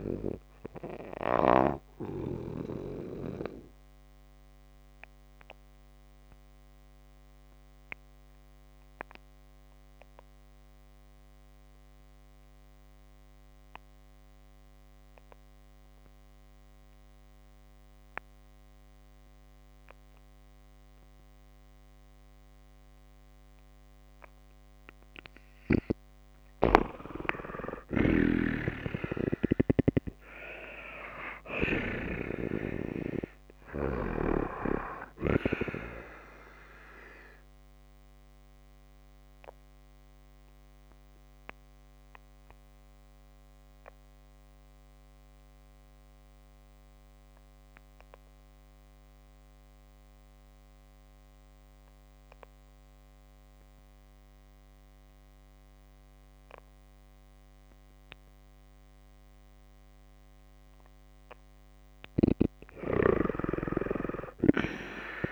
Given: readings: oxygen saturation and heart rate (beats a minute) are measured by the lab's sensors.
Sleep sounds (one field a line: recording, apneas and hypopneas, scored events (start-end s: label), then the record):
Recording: breathing in sleep by a microphone on the trachea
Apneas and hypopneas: 2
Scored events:
3.00-24.00 s: obstructive apnea (oxygen 94% before, 88% lowest)
27.00-32.00 s: arousal
27.50-31.50 s: snoring (device-marked)
28.00-45.00 s: oxygen desaturation (device-marked, oxygen 94% before, 88% lowest)
37.00-60.50 s: obstructive apnea (oxygen 94% before, 89% lowest)
59.00-65.32 s: oxygen desaturation (device-marked, oxygen 95% before, 89% lowest)
61.50-65.32 s: snoring (device-marked)
From the record:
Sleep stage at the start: N2 (light sleep)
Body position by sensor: on the back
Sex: female